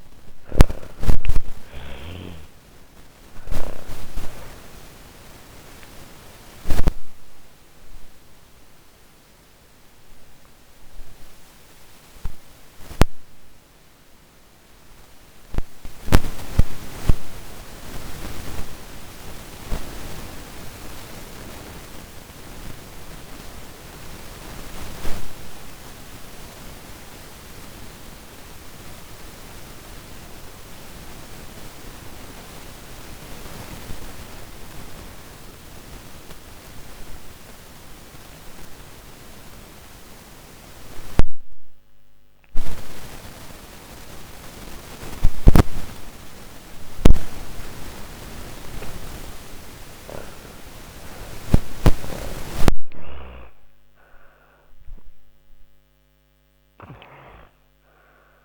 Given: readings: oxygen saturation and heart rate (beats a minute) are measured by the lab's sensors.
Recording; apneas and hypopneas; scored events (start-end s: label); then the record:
breathing in sleep by a microphone on the trachea; 1
0.00-1.50 s: arousal
0.00-27.50 s: oxygen desaturation (device-marked, oxygen 80% lowest, heart rate 40 extreme)
5.00-45.50 s: obstructive apnea (oxygen 98% before, 75% lowest, heart rate 61 before, 40 extreme, up 33 after)
34.50-58.45 s: oxygen desaturation (device-marked, oxygen 97% before, 75% lowest, heart rate 48 before, 47 extreme)
48.50-54.00 s: arousal
From the record:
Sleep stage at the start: N2 (light sleep); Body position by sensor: on the back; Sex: female